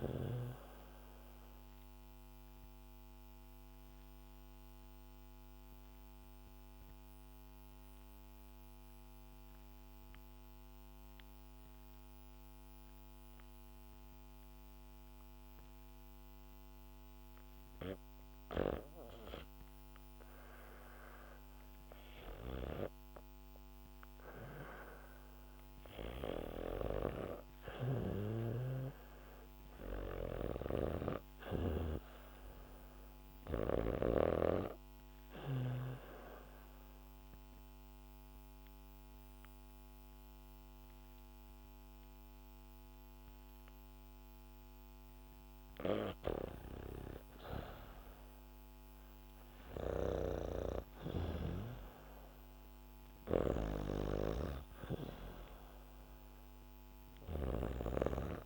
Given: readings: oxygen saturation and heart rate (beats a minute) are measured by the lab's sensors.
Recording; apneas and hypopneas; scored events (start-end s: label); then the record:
breathing in sleep by a microphone on the trachea; 2
0.50-15.50 s: oxygen desaturation (device-marked, oxygen 99% before, 96% lowest, heart rate 72 before, 62 extreme)
2.00-16.50 s: obstructive apnea (oxygen 99% before, 92% lowest, heart rate 72 before, 62 extreme, up 0 after)
19.50-23.50 s: arousal
25.50-51.50 s: oxygen desaturation (device-marked, oxygen 98% before, 92% lowest, heart rate 66 before, 67 extreme)
30.00-33.50 s: snoring (device-marked)
35.00-45.50 s: obstructive apnea (oxygen 98% before, 92% lowest, heart rate 65 before, 68 extreme, up 3 after)
49.50-57.50 s: snoring (device-marked)
50.00-54.00 s: arousal
From the record:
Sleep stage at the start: N2 (light sleep); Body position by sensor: on the back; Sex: female